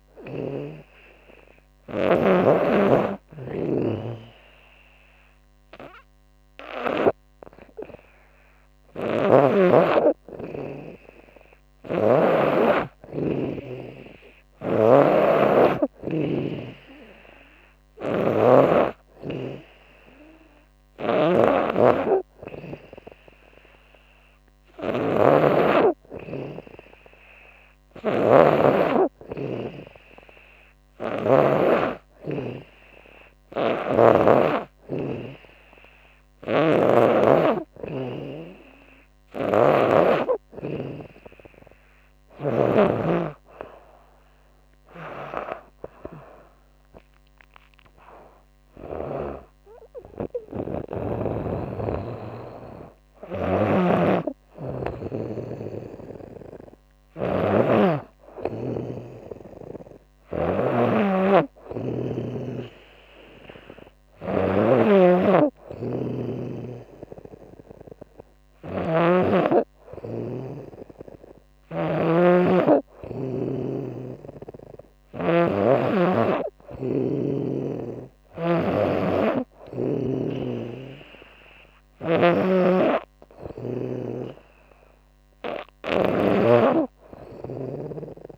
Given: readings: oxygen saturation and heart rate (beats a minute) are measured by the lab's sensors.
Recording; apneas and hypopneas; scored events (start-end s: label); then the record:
breathing in sleep by a microphone on the trachea; none
0.00-1.50 s: snoring (device-marked)
8.00-31.00 s: snoring (device-marked)
35.50-42.00 s: snoring (device-marked)
53.00-74.50 s: snoring (device-marked)
81.50-88.38 s: snoring (device-marked)
From the record:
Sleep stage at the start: N2 (light sleep); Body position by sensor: on the back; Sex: female